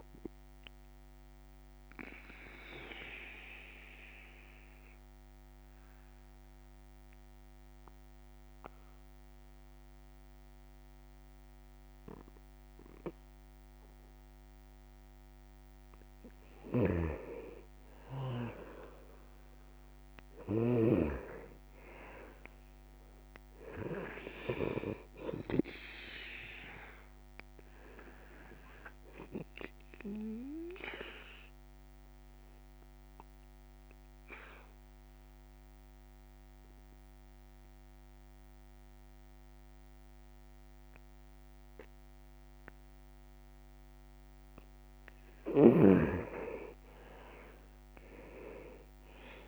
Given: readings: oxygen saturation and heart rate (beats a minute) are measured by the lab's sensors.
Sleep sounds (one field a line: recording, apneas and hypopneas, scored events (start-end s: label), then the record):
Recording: breathing in sleep by a microphone on the trachea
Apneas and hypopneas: 2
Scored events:
0.00-22.50 s: oxygen desaturation (device-marked, oxygen 87% lowest, heart rate 66 extreme)
0.50-15.50 s: obstructive apnea (oxygen 98% before, 87% lowest, heart rate 73 before, 68 extreme, up 2 after)
16.50-20.50 s: snoring (device-marked)
17.50-21.00 s: arousal
30.00-44.50 s: obstructive apnea (oxygen 98% before, 87% lowest, heart rate 69 before, 62 extreme, up 7 after)
31.50-44.50 s: oxygen desaturation (device-marked, oxygen 98% before, 91% lowest, heart rate 70 before, 62 extreme)
48.00-49.48 s: arousal
From the record:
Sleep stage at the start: N2 (light sleep)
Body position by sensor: on the back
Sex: male